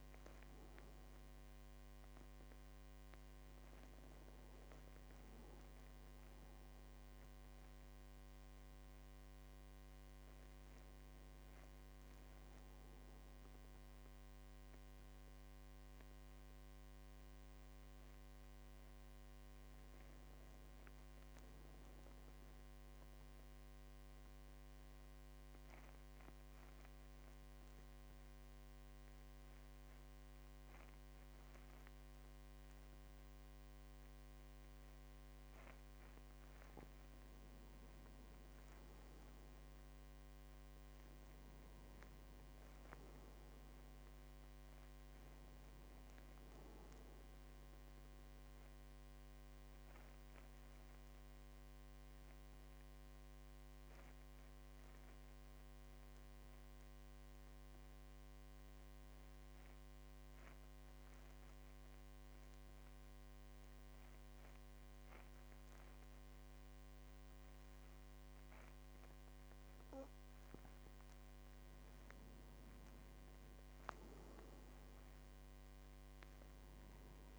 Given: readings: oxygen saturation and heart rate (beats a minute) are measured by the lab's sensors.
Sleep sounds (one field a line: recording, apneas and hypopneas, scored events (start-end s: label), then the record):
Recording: breathing in sleep, hard to hear, by a microphone on the trachea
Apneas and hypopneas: 3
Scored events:
0.00-16.50 s: oxygen desaturation (device-marked, oxygen 94% lowest, heart rate 45 extreme)
4.00-16.00 s: hypopnea (oxygen 98% before, 93% lowest, heart rate 53 before, 45 extreme, up 7 after)
18.50-20.50 s: arousal
23.50-36.00 s: obstructive apnea (oxygen 99% before, 91% lowest, heart rate 49 before, 45 extreme, up 10 after)
38.00-41.50 s: arousal
40.50-61.50 s: oxygen desaturation (device-marked, oxygen 97% before, 93% lowest, heart rate 50 before, 45 extreme)
49.00-68.50 s: obstructive apnea (oxygen 99% before, 91% lowest, heart rate 53 before, 45 extreme, up 9 after)
71.50-74.50 s: arousal
75.50-77.39 s: oxygen desaturation (device-marked, oxygen 99% before, 91% lowest, heart rate 50 before, 46 extreme)
From the record:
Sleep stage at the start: N2 (light sleep)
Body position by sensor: on the back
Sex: male